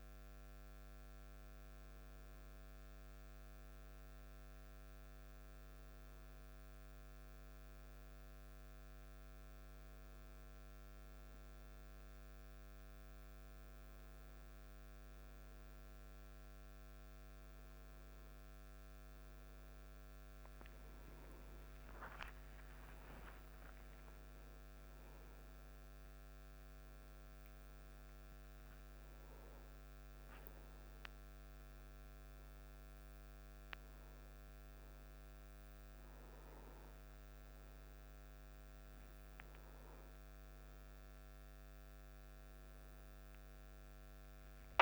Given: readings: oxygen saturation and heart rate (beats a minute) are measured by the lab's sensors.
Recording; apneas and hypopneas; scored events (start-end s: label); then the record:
a person partly awake in a sleep study, hard to hear, by a microphone on the trachea; none
27.50-44.82 s: new sleep stage, awake
From the record:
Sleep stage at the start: N1 (lightest sleep); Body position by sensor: on the back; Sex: male